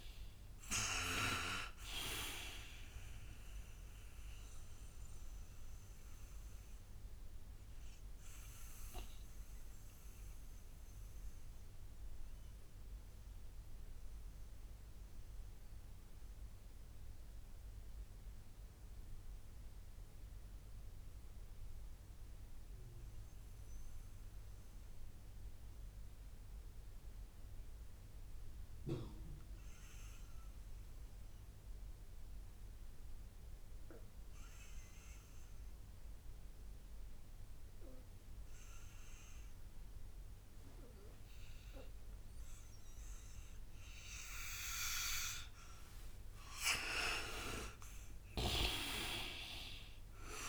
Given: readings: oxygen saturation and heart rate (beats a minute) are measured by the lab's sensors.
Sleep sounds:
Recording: breathing in sleep by a room microphone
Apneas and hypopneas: 1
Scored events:
0.00-28.50 s: oxygen desaturation (device-marked, oxygen 78% lowest, heart rate 57 extreme)
5.50-45.00 s: mixed apnea (oxygen 97% before, 78% lowest, heart rate 67 before, 57 extreme, up 18 after)
37.50-50.49 s: oxygen desaturation (device-marked, oxygen 99% before, 79% lowest, heart rate 66 before, 58 extreme)
46.00-50.49 s: arousal
From the record:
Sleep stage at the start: N2 (light sleep)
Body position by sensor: on the right side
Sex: male

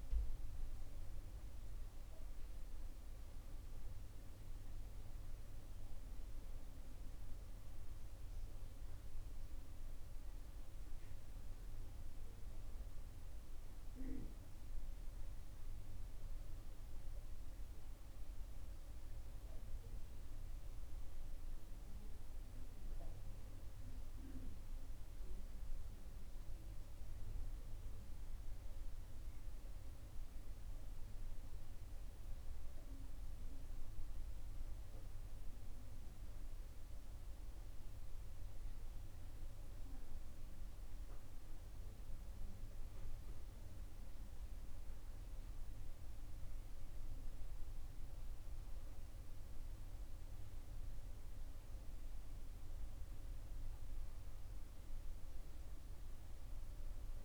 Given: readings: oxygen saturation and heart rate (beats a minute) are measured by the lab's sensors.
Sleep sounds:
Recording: a person awake in a sleep study, hard to hear, by a room microphone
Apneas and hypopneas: none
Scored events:
none scored
From the record:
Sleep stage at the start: awake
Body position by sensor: on the right side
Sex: female

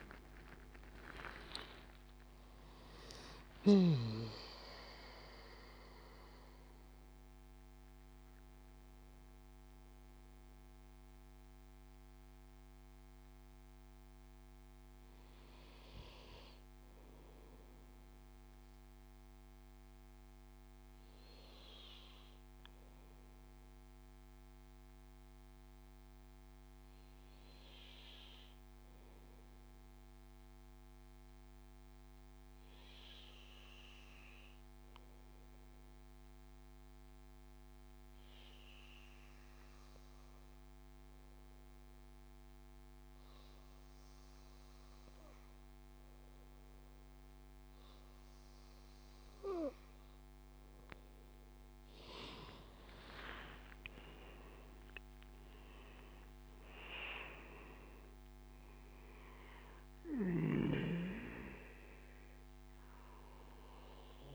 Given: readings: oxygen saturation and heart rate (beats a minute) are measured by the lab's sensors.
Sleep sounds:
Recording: breathing in sleep by a microphone on the trachea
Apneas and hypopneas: 1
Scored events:
0.00-12.50 s: oxygen desaturation (device-marked, oxygen 89% lowest, heart rate 59 extreme)
10.50-12.50 s: bradycardia (device-marked, heart rate 73 before, 63 extreme)
11.00-51.50 s: obstructive apnea (oxygen 98% before, 90% lowest, heart rate 77 before, 59 extreme, up 11 after)
44.50-64.35 s: oxygen desaturation (device-marked, oxygen 99% before, 92% lowest, heart rate 72 before, 59 extreme)
53.50-58.00 s: arousal
62.50-64.35 s: bradycardia (device-marked, heart rate 73 before, 62 extreme)
From the record:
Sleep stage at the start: N2 (light sleep)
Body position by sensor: on the back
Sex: male

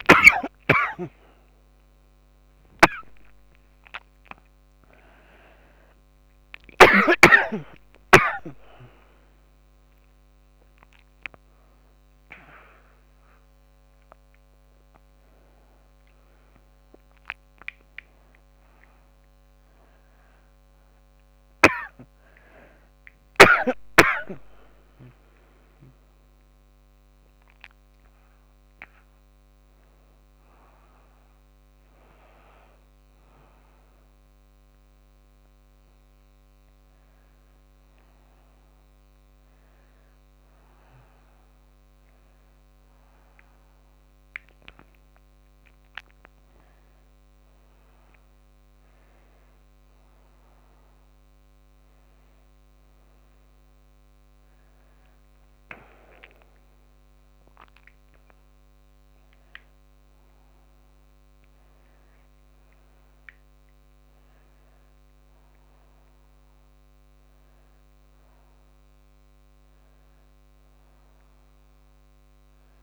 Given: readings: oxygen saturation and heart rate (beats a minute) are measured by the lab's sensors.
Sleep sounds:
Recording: a person awake in a sleep study, by a microphone on the trachea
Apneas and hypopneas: none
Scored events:
0.00-7.00 s: snoring (device-marked)
From the record:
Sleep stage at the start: awake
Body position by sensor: on the back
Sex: female

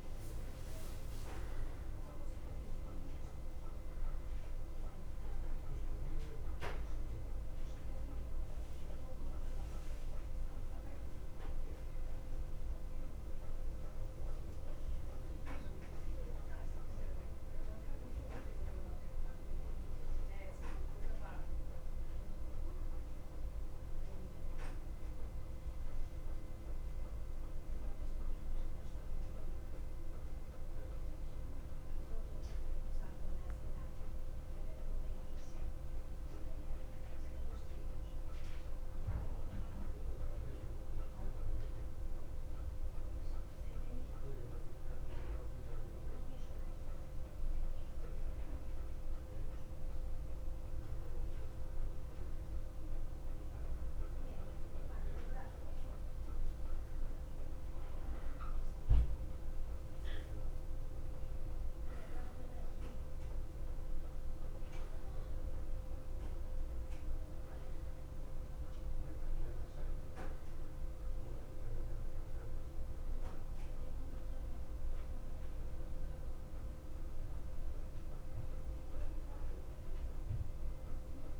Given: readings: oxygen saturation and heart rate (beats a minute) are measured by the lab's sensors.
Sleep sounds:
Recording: breathing in sleep, hard to hear, by a room microphone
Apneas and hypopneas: 1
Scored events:
0.00-27.50 s: oxygen desaturation (device-marked, oxygen 91% lowest, heart rate 53 extreme)
10.50-15.00 s: arousal
18.50-49.00 s: obstructive apnea (oxygen 95% before, 92% lowest, heart rate 57 before, 53 extreme, up 2 after)
50.50-55.00 s: arousal
57.50-81.40 s: oxygen desaturation (device-marked, oxygen 97% before, 92% lowest, heart rate 54 before, 53 extreme)
From the record:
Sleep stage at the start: N2 (light sleep)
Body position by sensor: on the back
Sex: male

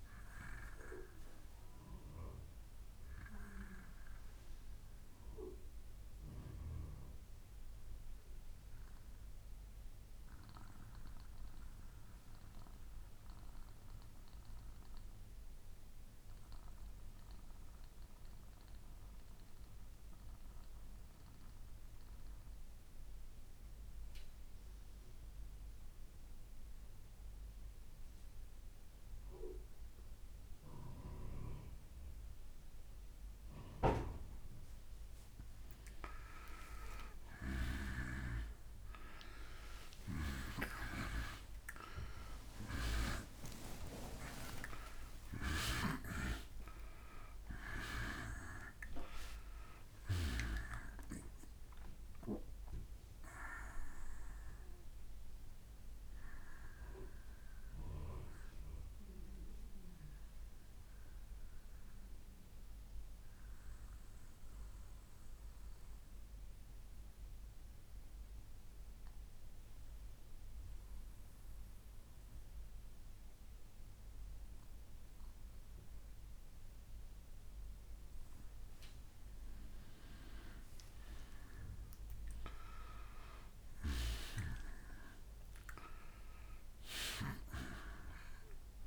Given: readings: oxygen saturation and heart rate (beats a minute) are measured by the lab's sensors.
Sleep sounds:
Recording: breathing in sleep by a room microphone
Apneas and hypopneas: 2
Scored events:
0.00-8.00 s: oxygen desaturation (device-marked, oxygen 85% lowest, heart rate 64 extreme)
6.00-31.50 s: mixed apnea (oxygen 96% before, 84% lowest, heart rate 69 before, 64 extreme, up 21 after)
25.00-67.00 s: oxygen desaturation (device-marked, oxygen 96% before, 84% lowest, heart rate 64 before, 63 extreme)
38.00-42.50 s: arousal
61.50-76.50 s: obstructive apnea (oxygen 94% before, 85% lowest, heart rate 73 before, 63 extreme, up 1 after)
79.50-83.00 s: arousal
From the record:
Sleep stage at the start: N2 (light sleep)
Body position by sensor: on the back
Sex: male

